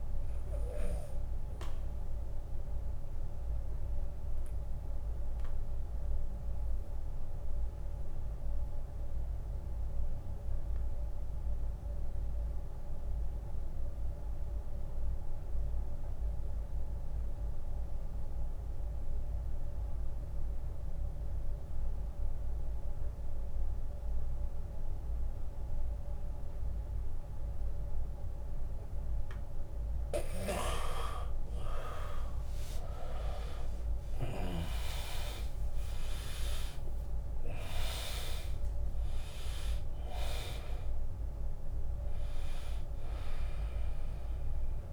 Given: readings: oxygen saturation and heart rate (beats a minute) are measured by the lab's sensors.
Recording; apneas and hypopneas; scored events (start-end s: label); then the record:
breathing in sleep by a room microphone; 1
0.00-3.00 s: drop in pulse transit time (device-marked, heart rate 78 extreme)
0.00-18.00 s: oxygen desaturation (device-marked, oxygen 80% lowest, heart rate 59 extreme)
2.00-28.50 s: obstructive apnea (oxygen 100% before, 80% lowest, heart rate 82 before, 59 extreme, up 13 after)
26.00-44.93 s: oxygen desaturation (device-marked, oxygen 100% before, 81% lowest, heart rate 72 before, 68 extreme)
32.00-37.00 s: arousal
34.00-44.93 s: drop in pulse transit time (device-marked, heart rate 76 before, 73 extreme)
From the record:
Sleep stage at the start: N2 (light sleep); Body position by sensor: on the back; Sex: male